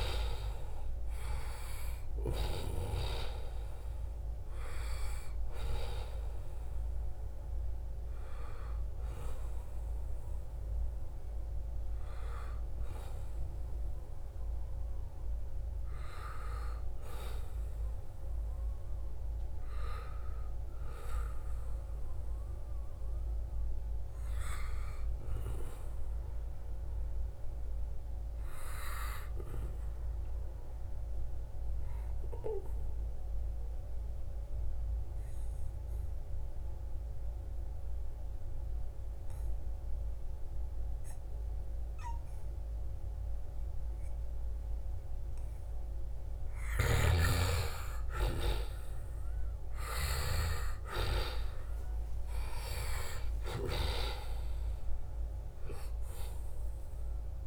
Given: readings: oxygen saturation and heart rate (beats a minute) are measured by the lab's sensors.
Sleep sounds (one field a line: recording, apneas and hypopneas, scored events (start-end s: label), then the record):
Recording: a person partly awake in a sleep study, by a room microphone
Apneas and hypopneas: 1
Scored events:
0.00-17.00 s: oxygen desaturation (device-marked, oxygen 86% lowest, heart rate 68 extreme)
23.00-53.00 s: new sleep stage, N1 (lightest sleep)
30.00-46.00 s: obstructive apnea (oxygen 98% before, 92% lowest, heart rate 79 before, 73 extreme, up 3 after)
47.00-57.47 s: oxygen desaturation (device-marked, oxygen 97% before, 92% lowest, heart rate 76 before, 72 extreme)
53.00-57.47 s: arousal
53.00-57.47 s: new sleep stage, N2 (light sleep)
From the record:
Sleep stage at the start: awake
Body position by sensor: on the right side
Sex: male